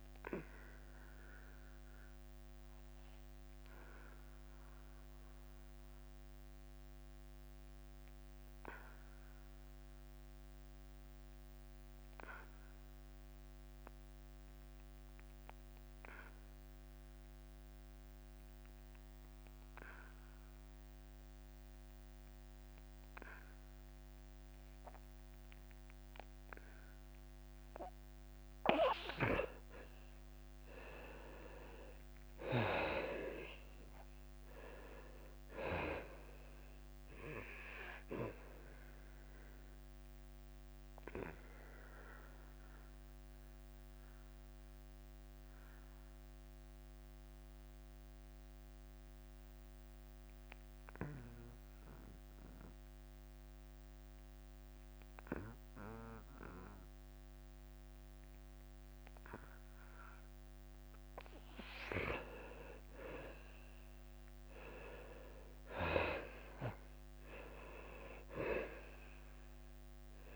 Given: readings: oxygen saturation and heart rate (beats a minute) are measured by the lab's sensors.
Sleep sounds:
breathing in sleep by a microphone on the trachea; 2
0.00-3.00 s: drop in pulse transit time (device-marked, heart rate 89 extreme)
1.50-28.00 s: obstructive apnea (oxygen 99% before, 77% lowest, heart rate 90 before, 85 extreme, up 7 after)
10.00-16.00 s: oxygen desaturation (device-marked, oxygen 90% before, 81% lowest, heart rate 91 before, 85 extreme)
30.00-47.00 s: oxygen desaturation (device-marked, oxygen 95% before, 88% lowest, heart rate 87 before, 89 extreme)
32.00-36.00 s: arousal
32.00-45.00 s: drop in pulse transit time (device-marked, heart rate 87 before, 90 extreme)
41.50-62.00 s: obstructive apnea (oxygen 97% before, 77% lowest, heart rate 90 before, 89 extreme, up 6 after)
49.00-58.00 s: oxygen desaturation (device-marked, oxygen 89% before, 77% lowest, heart rate 92 before, 89 extreme)
64.00-68.00 s: arousal
65.00-70.36 s: drop in pulse transit time (device-marked, heart rate 91 before, 92 extreme)
65.00-70.36 s: oxygen desaturation (device-marked, oxygen 98% before, 83% lowest, heart rate 91 before, 89 extreme)
From the record:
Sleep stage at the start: N2 (light sleep); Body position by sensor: on the back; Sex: male

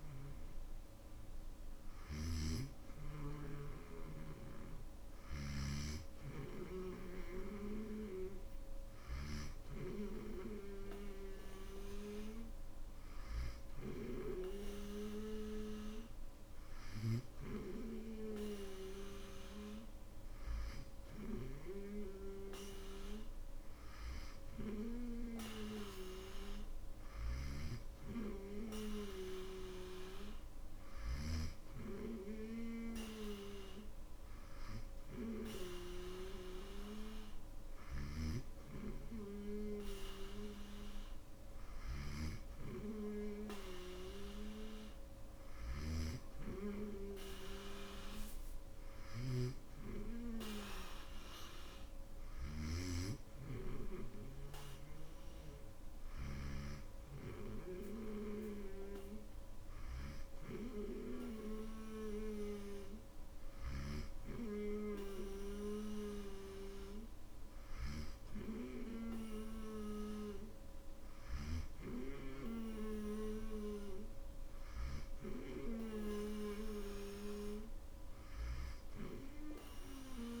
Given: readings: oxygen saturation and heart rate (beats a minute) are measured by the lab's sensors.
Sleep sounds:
breathing in sleep by a room microphone; none
0.00-5.50 s: snoring (device-marked)
41.50-46.00 s: snoring (device-marked)
47.50-49.50 s: long interval between heartbeats (device-marked, heart rate 61 before, 70 extreme)
From the record:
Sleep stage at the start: N2 (light sleep); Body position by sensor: on the back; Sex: male

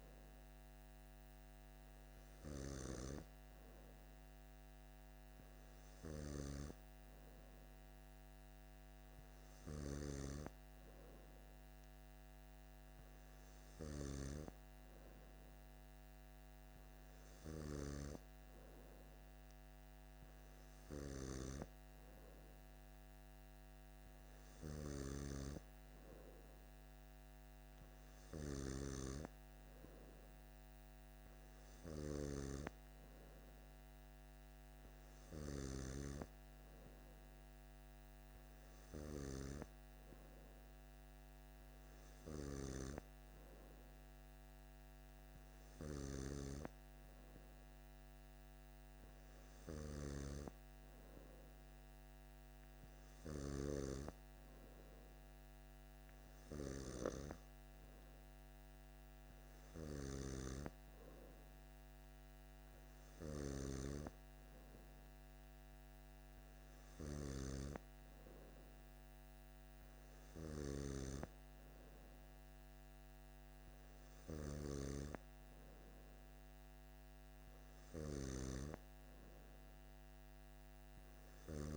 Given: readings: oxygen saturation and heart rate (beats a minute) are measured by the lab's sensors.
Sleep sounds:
breathing in sleep by a microphone on the trachea; none
none scored
From the record:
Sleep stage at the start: N2 (light sleep); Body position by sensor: on the back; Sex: male

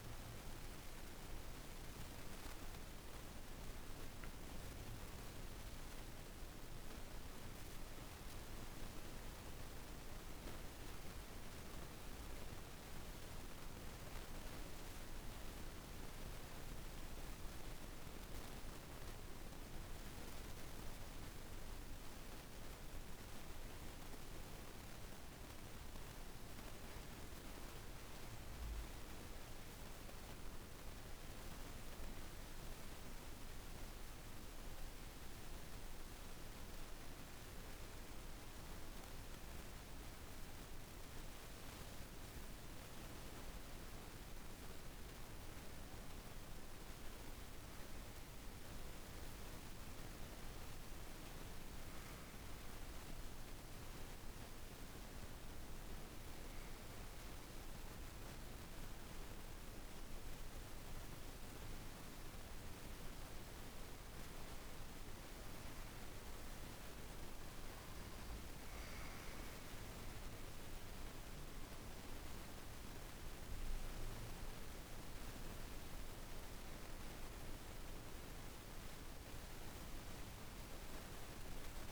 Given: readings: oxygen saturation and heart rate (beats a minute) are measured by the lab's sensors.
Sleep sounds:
breathing in sleep, hard to hear, by a room microphone; 2
18.00-29.00 s: hypopnea (oxygen 96% before, 90% lowest, heart rate 54 before, 53 extreme, up 5 after)
32.00-37.00 s: arousal
34.50-53.50 s: oxygen desaturation (device-marked, oxygen 96% before, 90% lowest, heart rate 54 before, 54 extreme)
47.50-58.50 s: hypopnea (oxygen 96% before, 90% lowest, heart rate 56 before, 54 extreme, up 4 after)
61.50-65.50 s: arousal
64.50-81.92 s: oxygen desaturation (device-marked, oxygen 97% before, 92% lowest, heart rate 56 before, 53 extreme)
From the record:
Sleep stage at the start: N2 (light sleep); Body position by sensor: on the back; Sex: female

